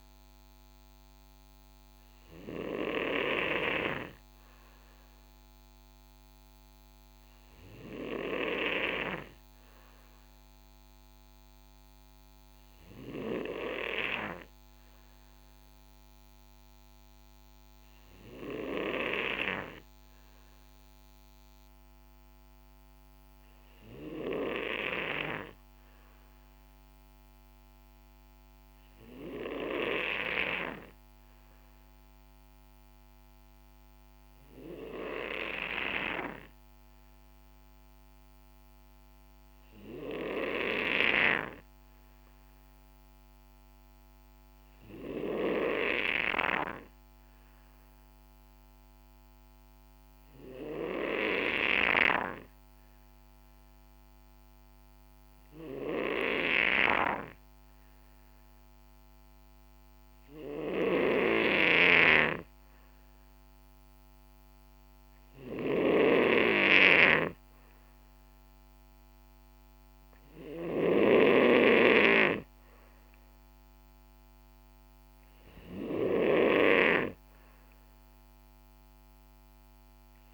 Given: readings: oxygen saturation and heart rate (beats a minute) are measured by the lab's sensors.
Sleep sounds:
breathing in sleep by a microphone on the trachea; 1
29.50-70.00 s: hypopnea (oxygen 94% before, 88% lowest, heart rate 61 before, 58 extreme, up 4 after)
54.00-80.34 s: oxygen desaturation (device-marked, oxygen 93% before, 88% lowest, heart rate 61 before, 58 extreme)
72.00-76.00 s: arousal
From the record:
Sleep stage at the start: N2 (light sleep); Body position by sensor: on the back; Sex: male

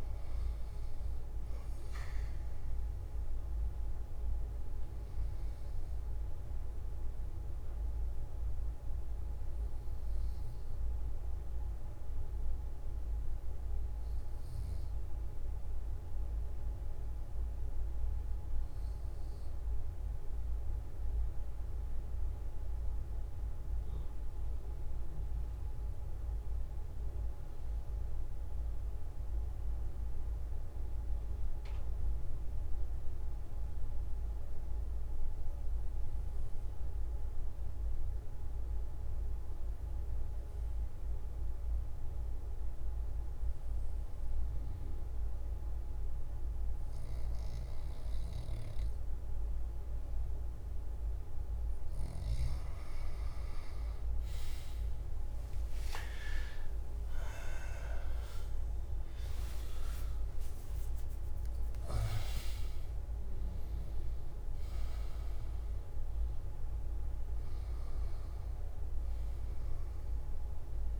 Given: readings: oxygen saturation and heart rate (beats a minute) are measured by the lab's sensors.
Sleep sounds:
breathing in sleep, hard to hear, by a room microphone; 1
0.00-20.50 s: oxygen desaturation (device-marked, oxygen 89% lowest, heart rate 55 extreme)
12.50-52.50 s: obstructive apnea (oxygen 97% before, 88% lowest, heart rate 68 before, 55 extreme, up 14 after)
43.50-71.00 s: oxygen desaturation (device-marked, oxygen 99% before, 88% lowest, heart rate 57 before, 54 extreme)
From the record:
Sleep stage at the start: N1 (lightest sleep); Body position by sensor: on the back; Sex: male

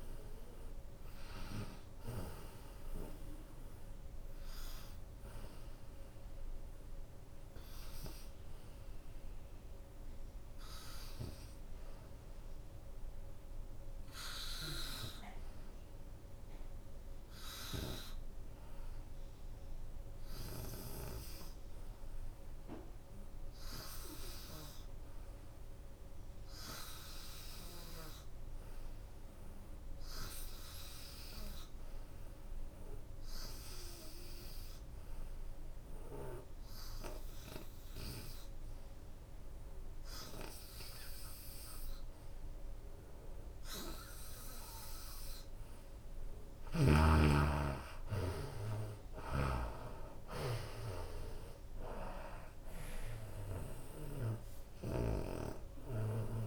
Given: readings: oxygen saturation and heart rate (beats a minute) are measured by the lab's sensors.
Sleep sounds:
breathing in sleep by a room microphone; 1
0.00-4.50 s: leg movement (device-marked)
0.00-12.50 s: oxygen desaturation (device-marked, oxygen 82% lowest, heart rate 77 extreme)
6.50-44.50 s: hypopnea (oxygen 86% before, 82% lowest, heart rate 85 before, 67 extreme, up 11 after)
27.50-56.47 s: oxygen desaturation (device-marked, oxygen 93% before, 82% lowest, heart rate 79 before, 49 extreme)
46.50-50.50 s: arousal
47.50-56.47 s: drop in pulse transit time (device-marked, heart rate 77 before, 75 extreme)
49.00-51.00 s: long interval between heartbeats (device-marked, heart rate 77 before, 81 extreme)
From the record:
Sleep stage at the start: N2 (light sleep); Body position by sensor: on the right side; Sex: female

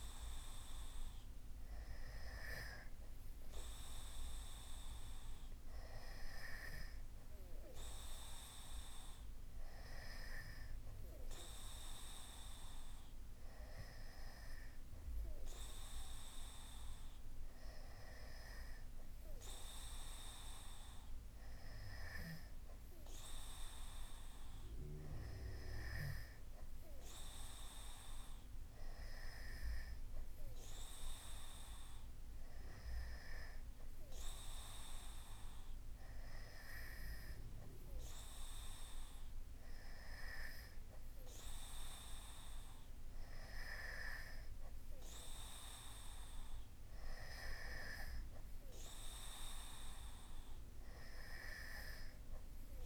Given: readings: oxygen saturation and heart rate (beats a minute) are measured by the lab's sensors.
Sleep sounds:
breathing in sleep by a room microphone; none
none scored
From the record:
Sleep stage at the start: N2 (light sleep); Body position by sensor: on the back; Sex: male

